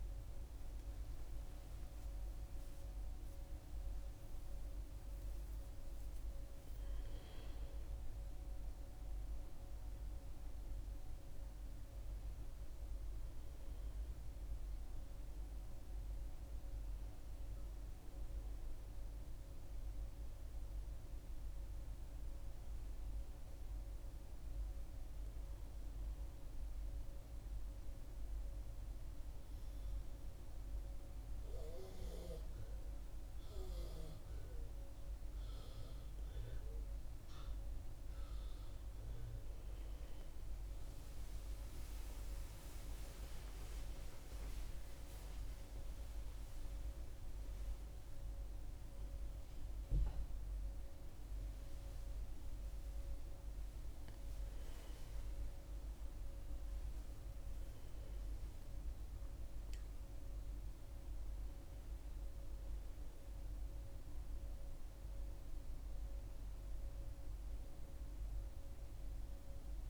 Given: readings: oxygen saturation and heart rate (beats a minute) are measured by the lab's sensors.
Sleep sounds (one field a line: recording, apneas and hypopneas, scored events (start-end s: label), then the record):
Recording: a person partly awake in a sleep study, hard to hear, by a room microphone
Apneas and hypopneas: none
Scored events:
30.00-69.90 s: new sleep stage, N1 (lightest sleep)
From the record:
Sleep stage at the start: awake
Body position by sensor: on the back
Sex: female